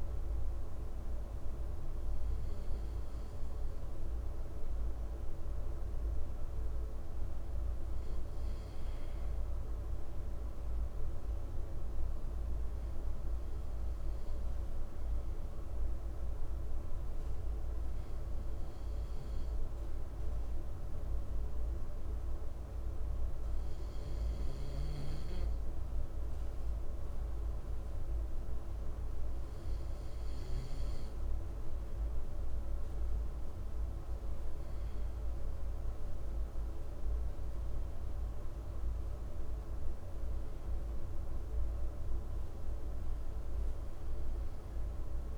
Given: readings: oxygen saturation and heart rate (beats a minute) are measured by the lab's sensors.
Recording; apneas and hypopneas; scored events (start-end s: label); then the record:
breathing in sleep, hard to hear, by a room microphone; 1
11.50-30.00 s: hypopnea (oxygen 96% before, 96% lowest, heart rate 53 before, 51 extreme, up 2 after)
32.50-38.00 s: arousal
From the record:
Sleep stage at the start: N2 (light sleep); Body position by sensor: on the right side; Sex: male